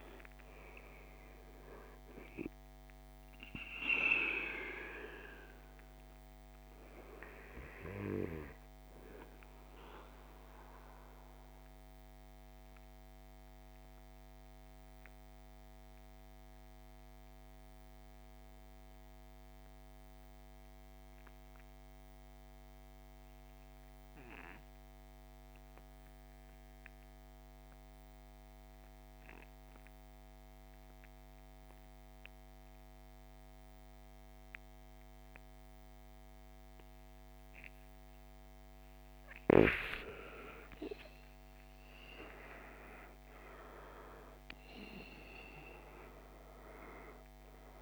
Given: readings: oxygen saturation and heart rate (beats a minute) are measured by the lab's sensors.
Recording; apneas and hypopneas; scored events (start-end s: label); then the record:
breathing in sleep by a microphone on the trachea; 1
0.00-26.00 s: oxygen desaturation (device-marked, oxygen 78% lowest, heart rate 54 extreme)
7.00-38.00 s: mixed apnea (oxygen 99% before, 78% lowest, heart rate 66 before, 50 extreme, up 23 after)
39.50-44.00 s: arousal
40.00-47.82 s: oxygen desaturation (device-marked, oxygen 98% before, 79% lowest, heart rate 57 before, 50 extreme)
From the record:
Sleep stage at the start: REM sleep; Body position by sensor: on the right side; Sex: male